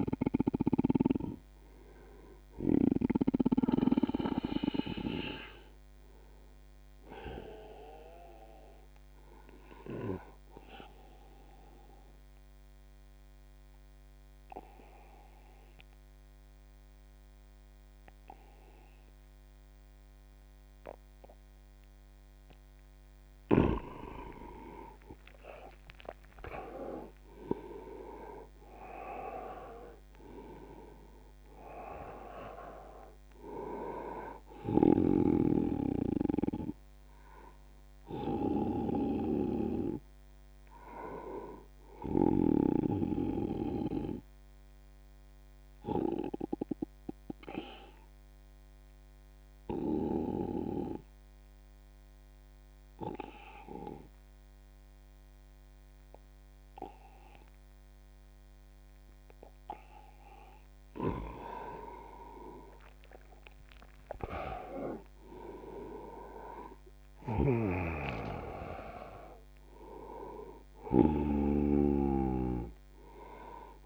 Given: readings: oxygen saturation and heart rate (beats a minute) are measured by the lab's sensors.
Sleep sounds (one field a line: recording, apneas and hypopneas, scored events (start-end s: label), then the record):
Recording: breathing in sleep by a microphone on the trachea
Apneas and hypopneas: 2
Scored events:
0.00-10.00 s: oxygen desaturation (device-marked, oxygen 91% lowest, heart rate 79 extreme)
9.50-22.50 s: obstructive apnea (oxygen 98% before, 88% lowest, heart rate 87 before, 74 extreme, up 7 after)
24.00-29.50 s: arousal
27.00-48.00 s: oxygen desaturation (device-marked, oxygen 98% before, 89% lowest, heart rate 83 before, 74 extreme)
44.50-60.50 s: obstructive apnea (oxygen 98% before, 87% lowest, heart rate 82 before, 75 extreme, up 7 after)
62.00-66.00 s: arousal
63.00-73.86 s: oxygen desaturation (device-marked, oxygen 98% before, 88% lowest, heart rate 81 before, 73 extreme)
67.50-71.50 s: snoring (device-marked)
From the record:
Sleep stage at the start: N2 (light sleep)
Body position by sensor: on the back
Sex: male